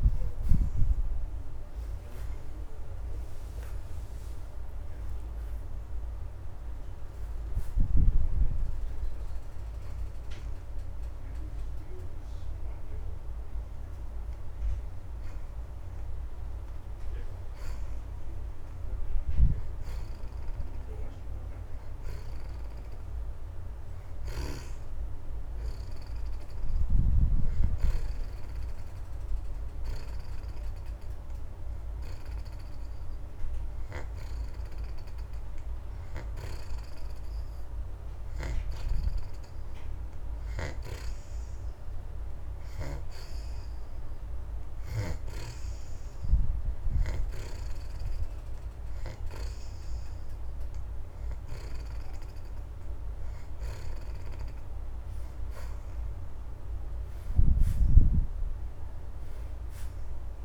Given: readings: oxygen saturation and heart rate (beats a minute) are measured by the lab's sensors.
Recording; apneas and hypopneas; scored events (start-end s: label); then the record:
breathing in sleep by a room microphone; none
0.00-7.00 s: oxygen desaturation (device-marked, oxygen 64% lowest)
1.00-6.00 s: arousal
12.00-26.00 s: oxygen desaturation (device-marked, oxygen 76% before, 65% lowest)
54.00-60.45 s: oxygen desaturation (device-marked, oxygen 71% before, 63% lowest)
From the record:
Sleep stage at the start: N2 (light sleep); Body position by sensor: on the back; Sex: female